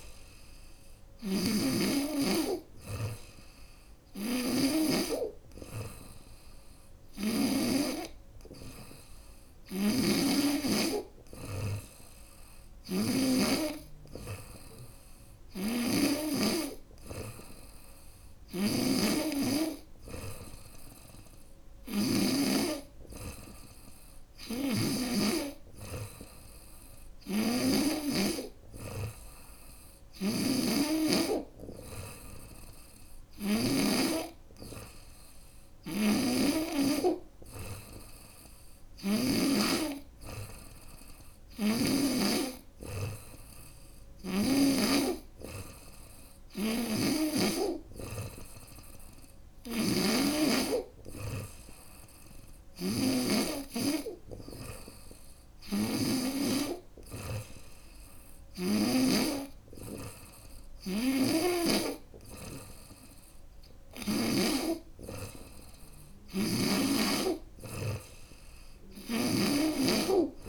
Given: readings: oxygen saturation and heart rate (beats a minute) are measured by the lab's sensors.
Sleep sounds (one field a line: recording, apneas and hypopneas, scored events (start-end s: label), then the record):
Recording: breathing in sleep by a room microphone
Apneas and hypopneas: none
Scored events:
0.00-7.00 s: snoring (device-marked)
9.00-15.50 s: snoring (device-marked)
17.50-24.50 s: snoring (device-marked)
26.50-33.00 s: snoring (device-marked)
35.00-39.00 s: snoring (device-marked)
46.00-55.50 s: snoring (device-marked)
48.50-70.49 s: new sleep stage, N3 (deep sleep)
60.00-63.50 s: snoring (device-marked)
65.50-69.00 s: snoring (device-marked)
From the record:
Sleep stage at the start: N2 (light sleep)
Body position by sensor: on the front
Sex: female